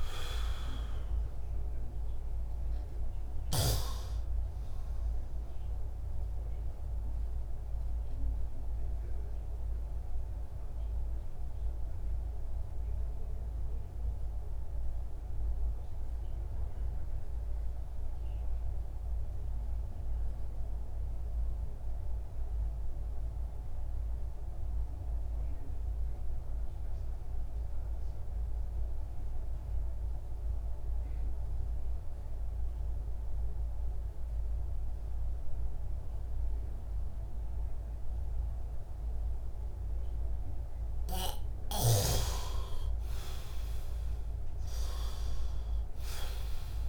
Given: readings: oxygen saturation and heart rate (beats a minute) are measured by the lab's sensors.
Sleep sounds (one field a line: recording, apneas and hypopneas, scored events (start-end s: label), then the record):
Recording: breathing in sleep by a room microphone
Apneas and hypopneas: 1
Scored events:
0.00-22.00 s: oxygen desaturation (device-marked, oxygen 87% lowest, heart rate 57 extreme)
9.00-41.00 s: obstructive apnea (oxygen 97% before, 87% lowest, heart rate 66 before, 55 extreme, up 20 after)
43.00-46.89 s: arousal
45.00-46.89 s: oxygen desaturation (device-marked, oxygen 97% before, 87% lowest, heart rate 61 before, 55 extreme)
From the record:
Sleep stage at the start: N2 (light sleep)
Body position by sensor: on the back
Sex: male